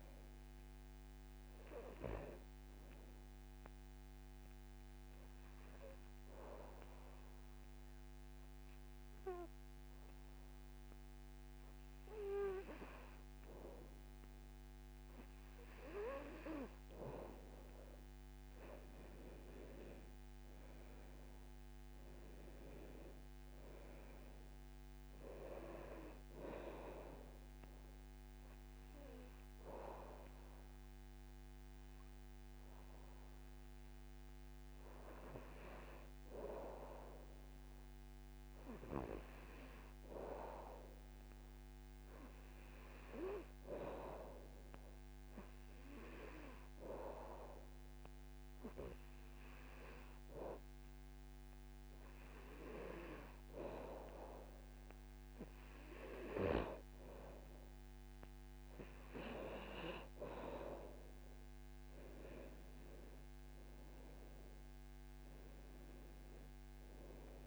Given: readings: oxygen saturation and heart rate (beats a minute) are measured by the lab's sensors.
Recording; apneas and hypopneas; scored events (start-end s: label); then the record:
breathing in sleep by a microphone on the trachea; 2
0.00-13.00 s: oxygen desaturation (device-marked, oxygen 90% lowest, heart rate 95 extreme)
5.00-17.00 s: obstructive apnea (oxygen 97% before, 90% lowest, heart rate 200 before, 71 extreme, up 36 after)
19.00-23.00 s: arousal
27.00-41.00 s: oxygen desaturation (device-marked, oxygen 98% before, 91% lowest, heart rate 193 before, 66 extreme)
31.50-53.50 s: hypopnea (oxygen 99% before, 90% lowest, heart rate 198 before, 66 extreme, up 10 after)
49.00-67.47 s: oxygen desaturation (device-marked, oxygen 99% before, 90% lowest, heart rate 102 before, 67 extreme)
62.00-65.50 s: arousal
From the record:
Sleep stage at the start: N2 (light sleep); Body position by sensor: on the back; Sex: male